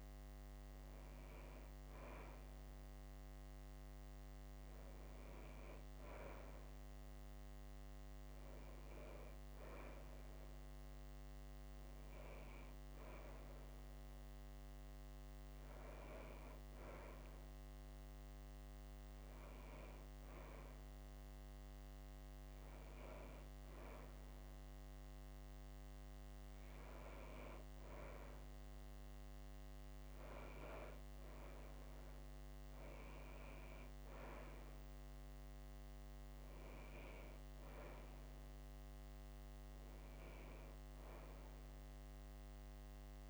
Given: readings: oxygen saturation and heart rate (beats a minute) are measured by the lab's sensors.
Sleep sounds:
breathing in sleep by a microphone on the trachea; none
none scored
From the record:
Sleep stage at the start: N2 (light sleep); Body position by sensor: on the back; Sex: female

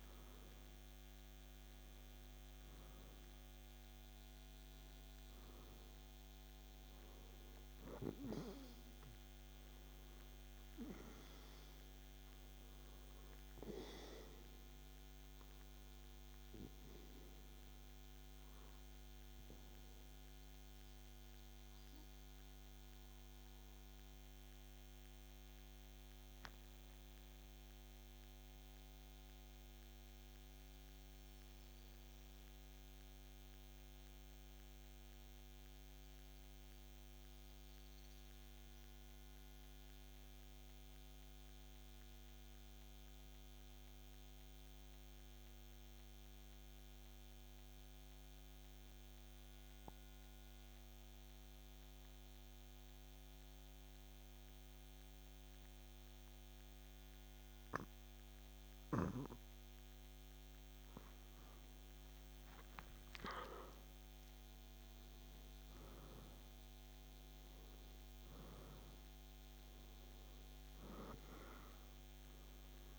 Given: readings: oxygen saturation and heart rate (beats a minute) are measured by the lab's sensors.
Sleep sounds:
breathing in sleep by a microphone on the trachea; 1
7.50-41.50 s: oxygen desaturation (device-marked, oxygen 96% before, 89% lowest, heart rate 55 before, 52 extreme)
20.50-59.50 s: mixed apnea (oxygen 96% before, 88% lowest, heart rate 57 before, 52 extreme, up 2 after)
61.50-66.00 s: arousal
67.50-72.98 s: oxygen desaturation (device-marked, oxygen 96% before, 88% lowest, heart rate 54 before, 52 extreme)
From the record:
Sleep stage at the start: N2 (light sleep); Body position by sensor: on the back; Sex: male

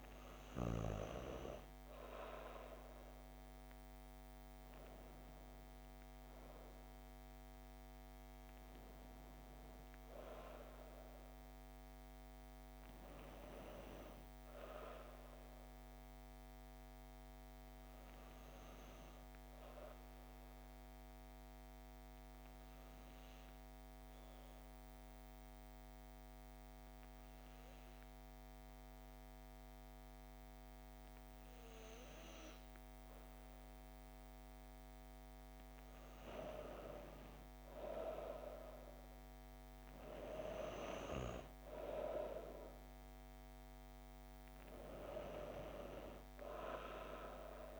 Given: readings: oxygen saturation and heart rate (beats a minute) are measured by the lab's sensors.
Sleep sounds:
breathing in sleep by a microphone on the trachea; 1
19.50-34.00 s: hypopnea (oxygen 96% before, 94% lowest, heart rate 105 before, 62 extreme, up 4 after)
37.00-40.00 s: arousal
From the record:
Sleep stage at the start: N2 (light sleep); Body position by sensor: on the back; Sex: female

